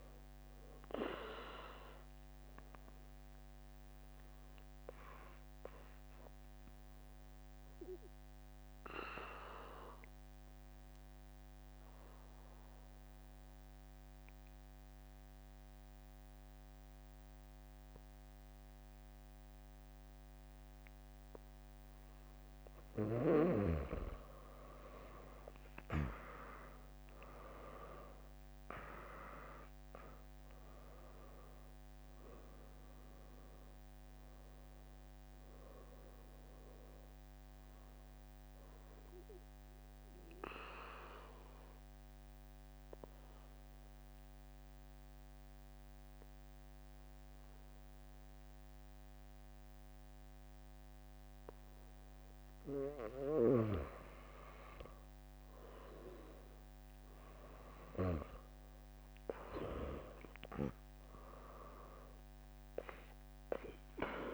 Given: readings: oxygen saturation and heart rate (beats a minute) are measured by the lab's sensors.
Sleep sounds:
breathing in sleep by a microphone on the trachea; 2
5.00-19.00 s: drop in pulse transit time (device-marked, heart rate 67 before, 73 extreme)
8.50-22.00 s: obstructive apnea (oxygen 99% before, 95% lowest, heart rate 66 before, 59 extreme)
22.00-24.00 s: bradycardia (device-marked, heart rate 78 before, 67 extreme)
24.50-29.50 s: arousal
31.00-46.00 s: oxygen desaturation (device-marked, oxygen 99% before, 95% lowest, heart rate 73 before, 58 extreme)
35.00-52.00 s: drop in pulse transit time (device-marked, heart rate 70 before, 77 extreme)
40.00-53.50 s: obstructive apnea (oxygen 99% before, 94% lowest, heart rate 71 before, 58 extreme)
53.00-56.00 s: bradycardia (device-marked, heart rate 78 before, 63 extreme)
56.50-60.50 s: arousal
From the record:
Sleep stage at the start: N2 (light sleep); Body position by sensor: on the back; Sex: female

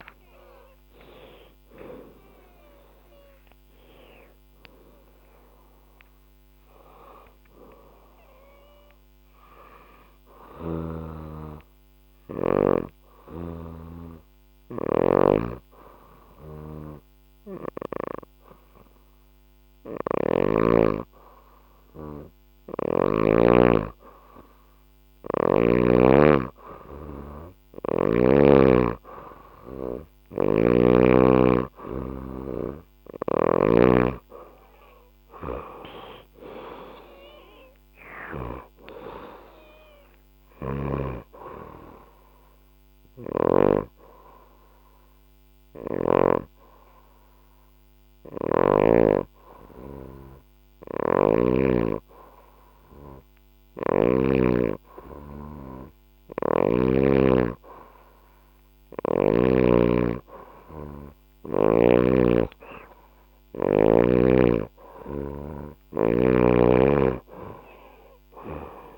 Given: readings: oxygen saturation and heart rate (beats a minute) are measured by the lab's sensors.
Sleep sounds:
breathing in sleep by a microphone on the trachea; 2
1.00-13.00 s: oxygen desaturation (device-marked, oxygen 97% before, 92% lowest, heart rate 69 before, 64 extreme)
9.50-22.50 s: hypopnea (oxygen 97% before, 91% lowest, heart rate 72 before, 64 extreme, up 0 after)
24.50-28.00 s: arousal
26.00-50.00 s: oxygen desaturation (device-marked, oxygen 97% before, 91% lowest, heart rate 68 before, 65 extreme)
29.50-38.00 s: snoring (device-marked)
42.50-46.00 s: snoring (device-marked)
44.00-58.00 s: hypopnea (oxygen 97% before, 92% lowest, heart rate 69 before, 65 extreme, up 4 after)
53.00-56.50 s: snoring (device-marked)
60.00-64.50 s: arousal
62.00-68.98 s: oxygen desaturation (device-marked, oxygen 96% before, 92% lowest, heart rate 67 before, 62 extreme)
From the record:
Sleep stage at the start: N2 (light sleep); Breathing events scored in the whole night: 207 in 4.6 hours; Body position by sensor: on the back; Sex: female

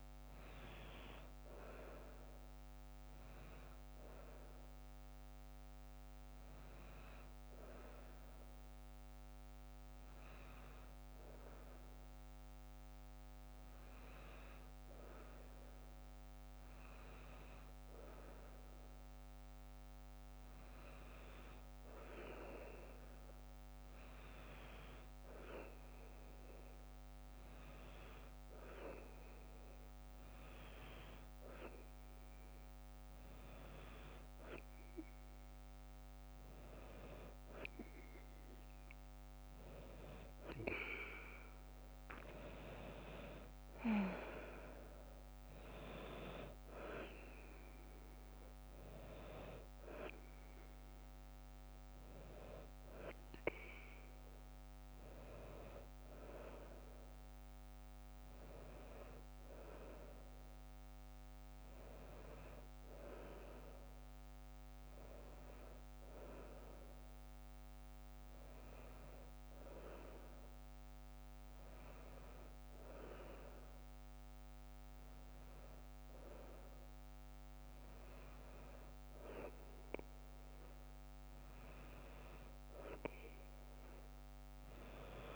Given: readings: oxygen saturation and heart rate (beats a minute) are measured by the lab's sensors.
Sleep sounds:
breathing in sleep by a microphone on the trachea; 1
7.50-23.00 s: hypopnea (oxygen 97% before, 93% lowest, heart rate 60 before, 56 extreme, up 5 after)
25.50-29.50 s: arousal
34.50-56.50 s: oxygen desaturation (device-marked, oxygen 97% before, 93% lowest, heart rate 59 before, 54 extreme)
42.00-44.00 s: long interval between heartbeats (device-marked, heart rate 60 before, 70 extreme)
From the record:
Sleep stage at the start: N2 (light sleep); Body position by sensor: on the right side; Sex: female

